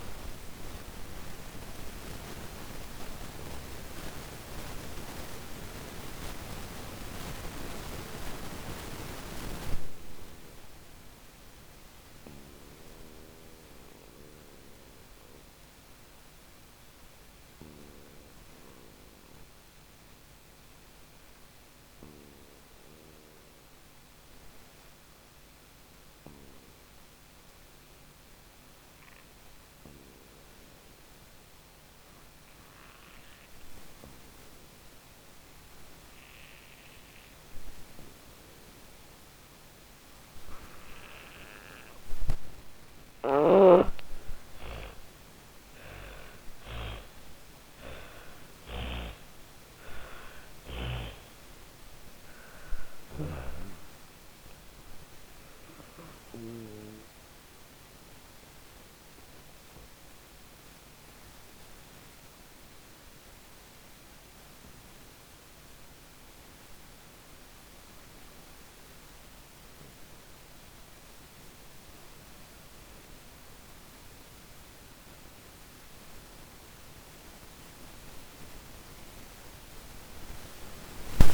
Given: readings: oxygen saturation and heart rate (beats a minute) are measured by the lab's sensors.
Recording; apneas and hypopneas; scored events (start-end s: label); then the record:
breathing in sleep by a microphone on the trachea; 2
0.00-2.50 s: oxygen desaturation (device-marked, oxygen 90% lowest, heart rate 52 extreme)
0.50-40.00 s: obstructive apnea (oxygen 98% before, 82% lowest, heart rate 80 before, 39 extreme, up 58 after)
9.50-15.50 s: oxygen desaturation (device-marked, oxygen 91% before, 86% lowest, heart rate 86 before, 39 extreme)
29.50-70.50 s: oxygen desaturation (device-marked, oxygen 98% before, 82% lowest, heart rate 54 before, 46 extreme)
41.50-45.50 s: arousal
41.50-49.00 s: snoring (device-marked)
53.50-74.50 s: obstructive apnea (oxygen 98% before, 82% lowest, heart rate 80 before, 46 extreme, up 9 after)
77.50-81.00 s: arousal
From the record:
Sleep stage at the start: N2 (light sleep); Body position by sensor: on the back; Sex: female